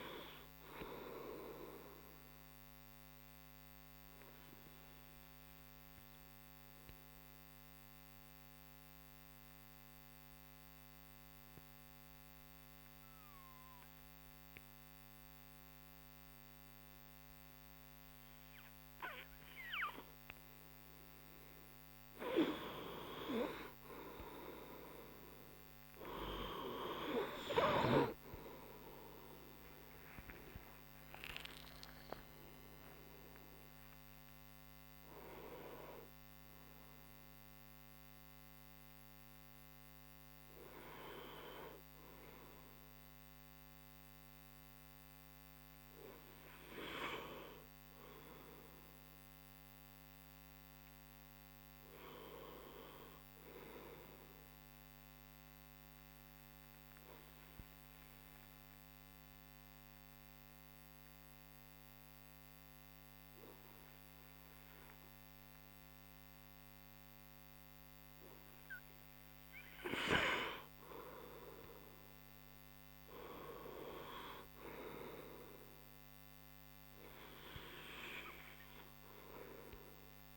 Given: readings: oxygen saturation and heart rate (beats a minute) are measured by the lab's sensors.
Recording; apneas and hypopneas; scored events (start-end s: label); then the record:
breathing in sleep by a microphone on the trachea; 2
3.00-20.50 s: obstructive apnea (oxygen 100% before, 93% lowest)
29.50-34.00 s: arousal
36.50-45.50 s: tachycardia (device-marked)
50.50-60.50 s: oxygen desaturation (device-marked, oxygen 97% before, 94% lowest)
55.00-68.00 s: obstructive apnea (oxygen 98% before, 94% lowest)
71.00-74.50 s: arousal
From the record:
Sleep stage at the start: N2 (light sleep); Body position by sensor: on the front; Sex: male